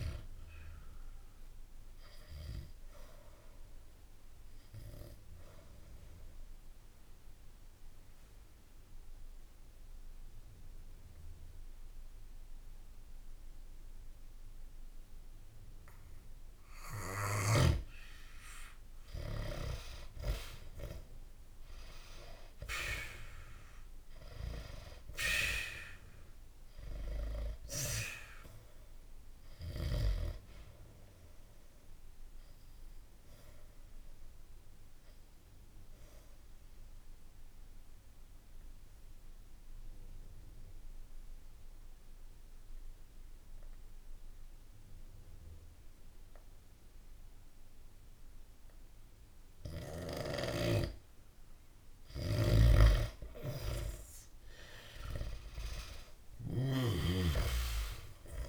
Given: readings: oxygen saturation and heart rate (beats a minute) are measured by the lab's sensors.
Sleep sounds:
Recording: breathing in sleep by a room microphone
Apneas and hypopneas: 2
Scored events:
0.00-14.50 s: oxygen desaturation (device-marked, oxygen 91% lowest, heart rate 57 extreme)
1.00-17.50 s: obstructive apnea (oxygen 97% before, 91% lowest, heart rate 72 before, 57 extreme, up 20 after)
20.00-25.00 s: arousal
28.50-44.50 s: oxygen desaturation (device-marked, oxygen 97% before, 91% lowest, heart rate 72 before, 62 extreme)
32.50-51.00 s: obstructive apnea (oxygen 98% before, 90% lowest, heart rate 72 before, 63 extreme, up 12 after)
52.50-56.50 s: snoring (device-marked)
53.00-57.50 s: arousal
From the record:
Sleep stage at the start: N2 (light sleep)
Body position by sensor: on the back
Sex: male

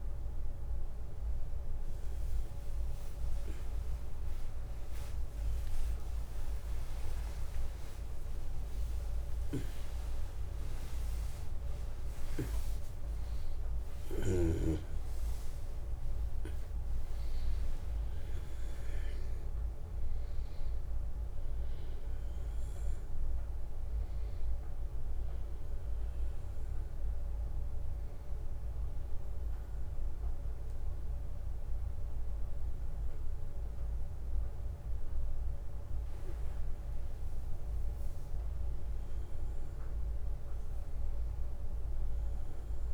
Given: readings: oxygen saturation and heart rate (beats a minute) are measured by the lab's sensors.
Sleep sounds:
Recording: breathing in sleep, hard to hear, by a room microphone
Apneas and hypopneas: none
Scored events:
7.00-11.00 s: arousal
From the record:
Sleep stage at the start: N1 (lightest sleep)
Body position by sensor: on the back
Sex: male

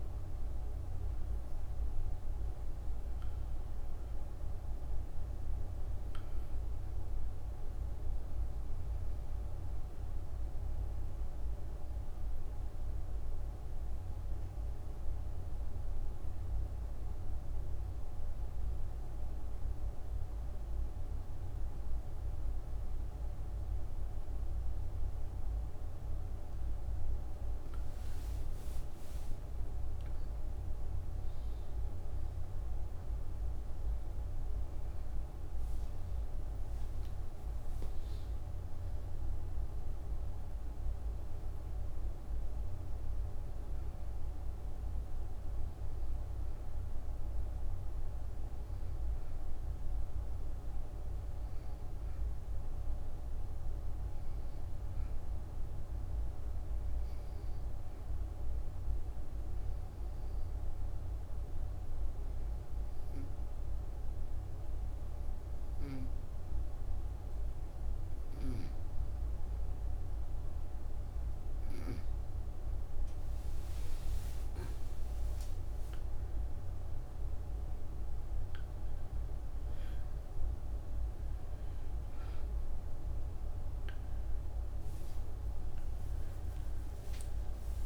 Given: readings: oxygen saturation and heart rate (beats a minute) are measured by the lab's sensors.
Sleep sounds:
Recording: breathing in sleep, hard to hear, by a room microphone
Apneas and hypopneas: 2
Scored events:
0.00-19.50 s: oxygen desaturation (device-marked, oxygen 83% lowest)
8.00-27.00 s: obstructive apnea (oxygen 97% before, 83% lowest)
28.00-33.50 s: arousal
36.50-58.50 s: oxygen desaturation (device-marked, oxygen 97% before, 89% lowest)
57.50-68.50 s: obstructive apnea (oxygen 96% before, 89% lowest)
75.50-85.50 s: oxygen desaturation (device-marked, oxygen 96% before, 91% lowest)
85.50-87.86 s: new sleep stage, awake
From the record:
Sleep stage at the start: N2 (light sleep)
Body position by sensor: on the back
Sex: female

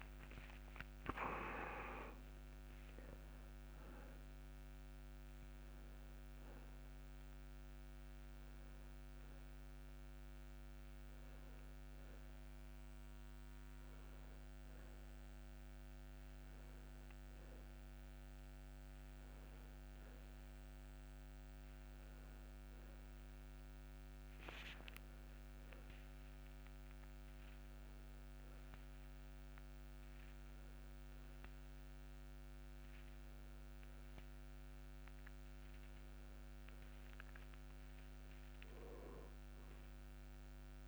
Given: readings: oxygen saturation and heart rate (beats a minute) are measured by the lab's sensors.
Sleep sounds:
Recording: a person awake in a sleep study, hard to hear, by a microphone on the trachea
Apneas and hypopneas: none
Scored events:
none scored
From the record:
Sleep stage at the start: awake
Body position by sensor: on the back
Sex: male

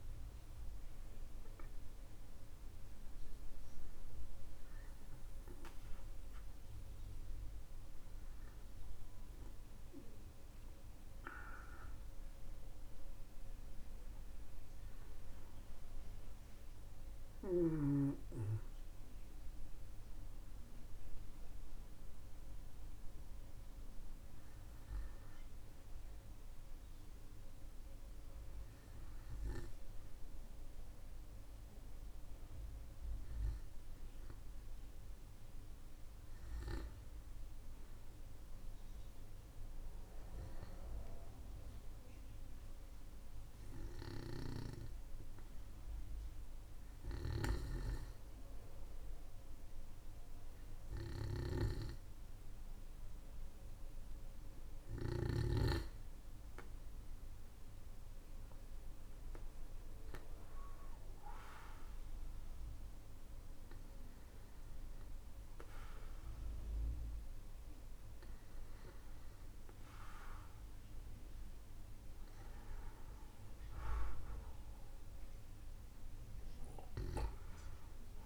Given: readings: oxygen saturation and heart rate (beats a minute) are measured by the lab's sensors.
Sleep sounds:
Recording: breathing in sleep by a room microphone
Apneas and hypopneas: none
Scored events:
72.00-75.50 s: arousal
From the record:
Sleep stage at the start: N2 (light sleep)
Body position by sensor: on the back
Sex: male

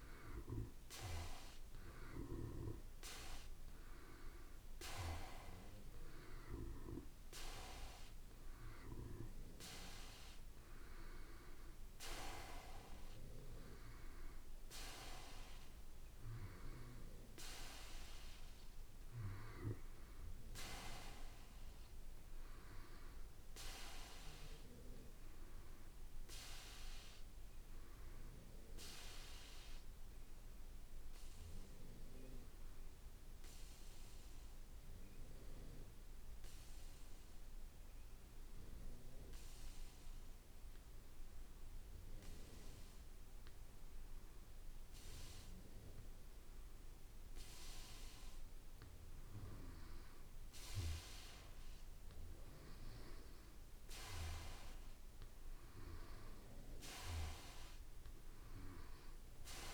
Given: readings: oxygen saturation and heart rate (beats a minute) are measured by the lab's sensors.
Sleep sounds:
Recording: breathing in sleep by a room microphone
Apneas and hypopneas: 1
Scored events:
0.00-2.50 s: oxygen desaturation (device-marked, oxygen 89% lowest, heart rate 56 extreme)
1.00-3.00 s: long interval between heartbeats (device-marked, heart rate 59 before, 67 extreme)
3.00-5.00 s: long interval between heartbeats (device-marked, heart rate 60 before, 75 extreme)
30.00-49.00 s: hypopnea (oxygen 95% before, 92% lowest, heart rate 57 before, 54 extreme, up 2 after)
52.00-56.00 s: arousal
From the record:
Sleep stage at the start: N2 (light sleep)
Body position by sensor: on the back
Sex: male

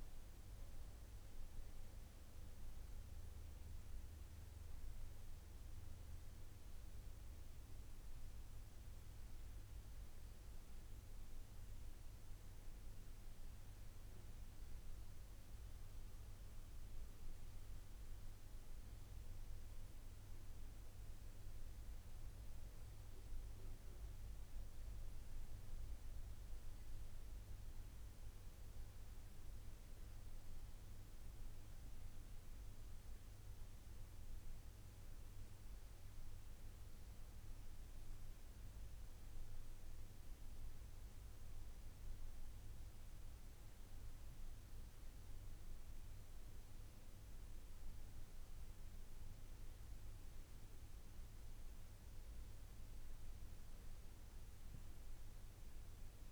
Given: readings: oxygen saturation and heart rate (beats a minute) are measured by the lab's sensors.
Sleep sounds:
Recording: breathing in sleep, hard to hear, by a room microphone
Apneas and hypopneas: none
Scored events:
none scored
From the record:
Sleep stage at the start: N1 (lightest sleep)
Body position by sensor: on the back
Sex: male

